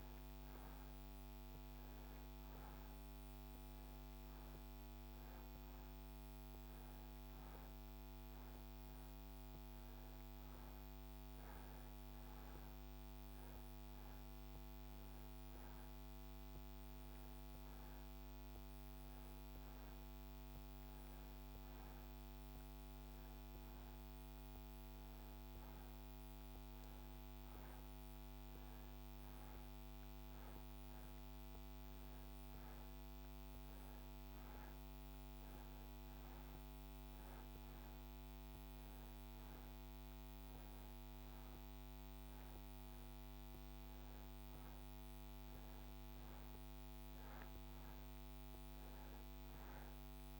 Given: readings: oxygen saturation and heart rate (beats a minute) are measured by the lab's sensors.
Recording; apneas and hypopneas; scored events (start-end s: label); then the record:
breathing in sleep, hard to hear, by a microphone on the trachea; none
none scored
From the record:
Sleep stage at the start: N2 (light sleep); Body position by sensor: on the back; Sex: male